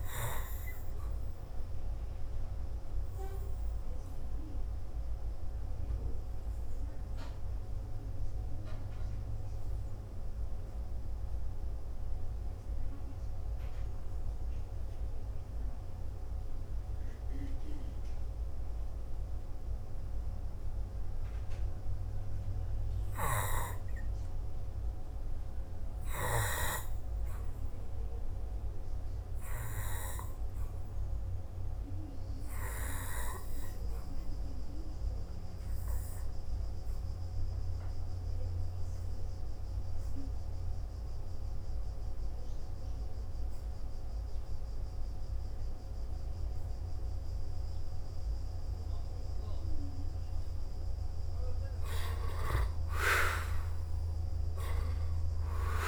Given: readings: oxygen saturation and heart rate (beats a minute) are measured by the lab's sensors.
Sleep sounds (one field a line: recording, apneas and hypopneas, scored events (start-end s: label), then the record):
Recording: breathing in sleep by a room microphone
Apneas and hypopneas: 1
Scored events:
0.00-4.50 s: oxygen desaturation (device-marked, oxygen 84% lowest, heart rate 52 extreme)
4.00-49.00 s: hypopnea (oxygen 96% before, 85% lowest, heart rate 57 before, 49 extreme, up 2 after)
16.50-28.50 s: oxygen desaturation (device-marked, oxygen 97% before, 91% lowest, heart rate 57 before, 49 extreme)
35.50-41.50 s: oxygen desaturation (device-marked, oxygen 96% before, 93% lowest, heart rate 52 before, 54 extreme)
49.50-55.88 s: oxygen desaturation (device-marked, oxygen 94% before, 90% lowest, heart rate 53 before, 55 extreme)
52.00-55.50 s: arousal
From the record:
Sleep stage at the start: N2 (light sleep)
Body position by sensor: on the back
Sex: male